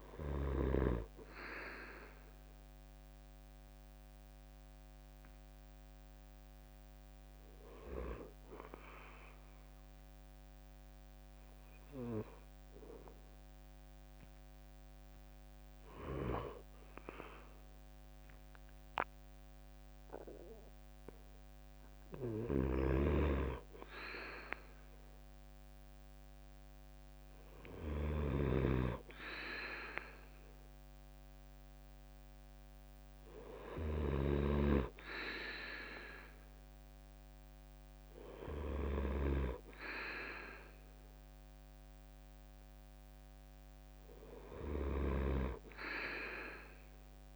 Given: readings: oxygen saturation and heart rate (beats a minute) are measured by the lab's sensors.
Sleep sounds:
breathing in sleep by a microphone on the trachea; none
22.00-38.50 s: snoring (device-marked)
44.50-47.36 s: snoring (device-marked)
From the record:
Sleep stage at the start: N2 (light sleep); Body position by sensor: on the right side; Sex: male

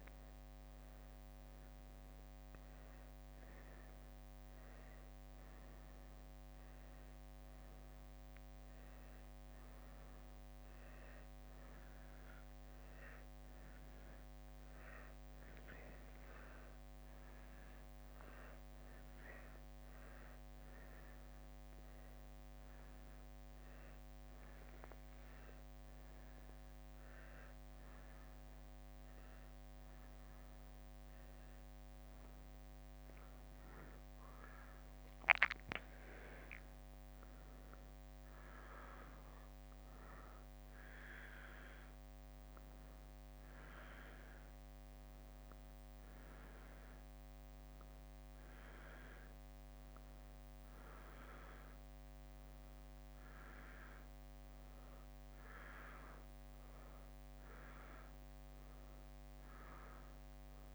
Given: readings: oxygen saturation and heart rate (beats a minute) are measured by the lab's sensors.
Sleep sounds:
a person awake in a sleep study, hard to hear, by a microphone on the trachea; none
0.00-1.00 s: leg movement (device-marked)
5.50-37.50 s: oxygen desaturation (device-marked, oxygen 98% before, 91% lowest, heart rate 66 before, 61 extreme)
From the record:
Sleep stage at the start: awake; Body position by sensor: on the right side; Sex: female

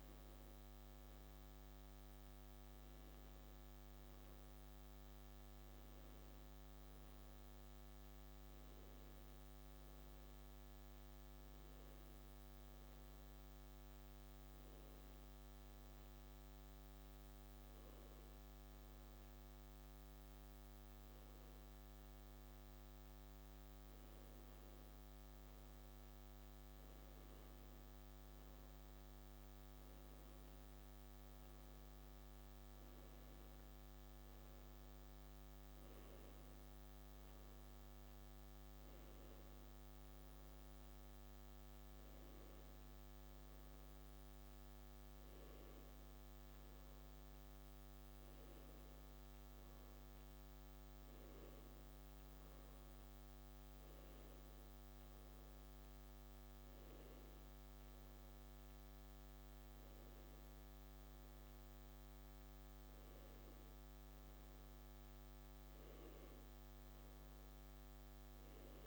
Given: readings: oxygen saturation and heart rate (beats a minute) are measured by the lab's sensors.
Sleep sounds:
breathing in sleep, hard to hear, by a microphone on the trachea; 1
8.00-12.50 s: arousal
14.00-24.50 s: hypopnea (oxygen 96% before, 95% lowest, heart rate 139 before, 115 extreme)
27.00-30.50 s: arousal
From the record:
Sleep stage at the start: N2 (light sleep); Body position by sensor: on the back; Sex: male

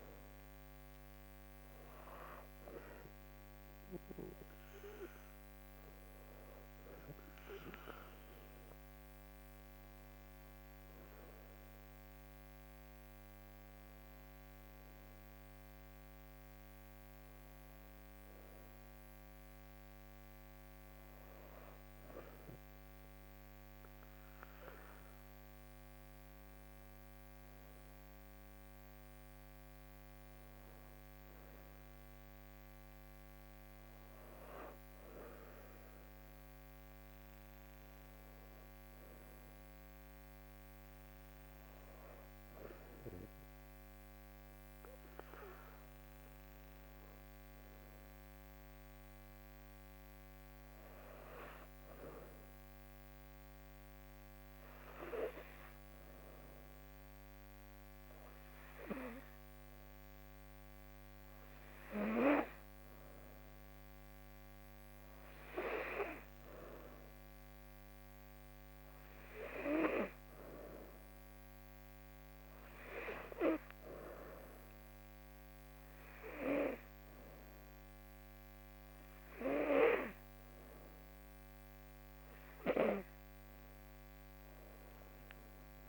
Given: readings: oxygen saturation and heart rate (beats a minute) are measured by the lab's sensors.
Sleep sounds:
breathing in sleep by a microphone on the trachea; 1
46.50-49.00 s: arousal
53.00-64.50 s: hypopnea (oxygen 96% before, 90% lowest, heart rate 77 before, 78 extreme, up 3 after)
65.50-68.00 s: arousal
67.50-85.50 s: oxygen desaturation (device-marked, oxygen 95% before, 90% lowest, heart rate 79 before, 77 extreme)
From the record:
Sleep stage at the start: N2 (light sleep); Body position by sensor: on the back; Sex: female

